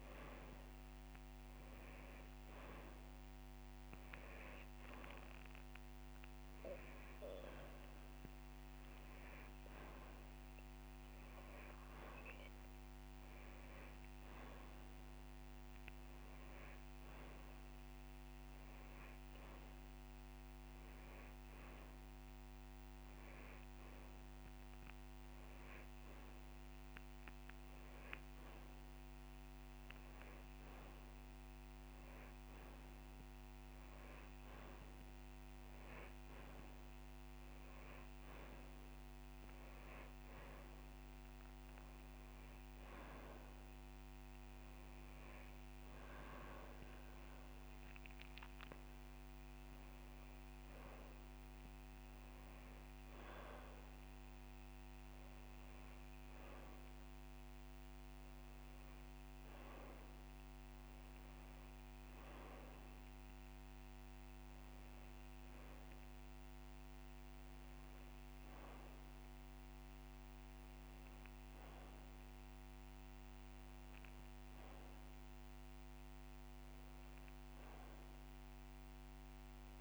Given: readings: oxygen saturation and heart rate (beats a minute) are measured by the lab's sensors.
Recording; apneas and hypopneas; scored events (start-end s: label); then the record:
breathing in sleep, hard to hear, by a microphone on the trachea; none
0.00-4.00 s: drop in pulse transit time (device-marked)
18.00-22.50 s: arousal
22.00-27.00 s: drop in pulse transit time (device-marked)
32.00 s: drop in pulse transit time (device-marked)
47.50-49.50 s: long interval between heartbeats (device-marked)
56.50-58.50 s: long interval between heartbeats (device-marked)
From the record:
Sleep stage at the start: N2 (light sleep); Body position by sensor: on the back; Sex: male